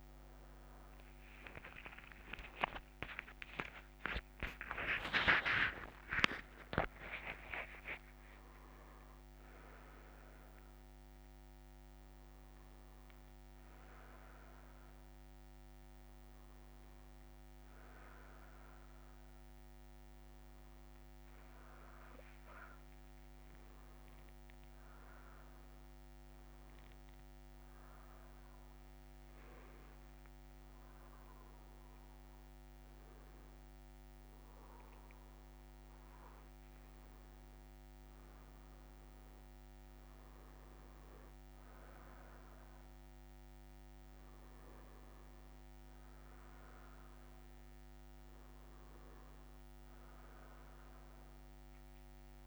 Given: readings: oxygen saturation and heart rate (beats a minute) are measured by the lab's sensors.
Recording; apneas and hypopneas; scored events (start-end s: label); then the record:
breathing in sleep by a microphone on the trachea; none
none scored
From the record:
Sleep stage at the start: N2 (light sleep); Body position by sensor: on the back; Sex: male